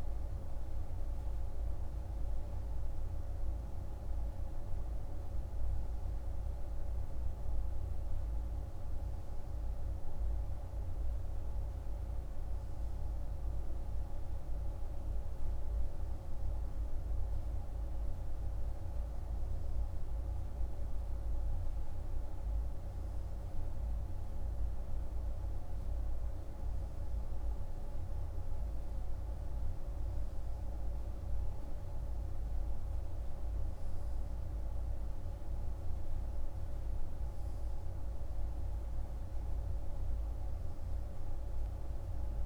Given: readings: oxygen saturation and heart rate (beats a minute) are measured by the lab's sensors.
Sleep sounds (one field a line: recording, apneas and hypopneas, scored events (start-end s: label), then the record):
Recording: breathing in sleep, hard to hear, by a room microphone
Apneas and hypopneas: none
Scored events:
35.50-42.46 s: new sleep stage, N3 (deep sleep)
From the record:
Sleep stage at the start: N2 (light sleep)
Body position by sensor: on the right side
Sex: male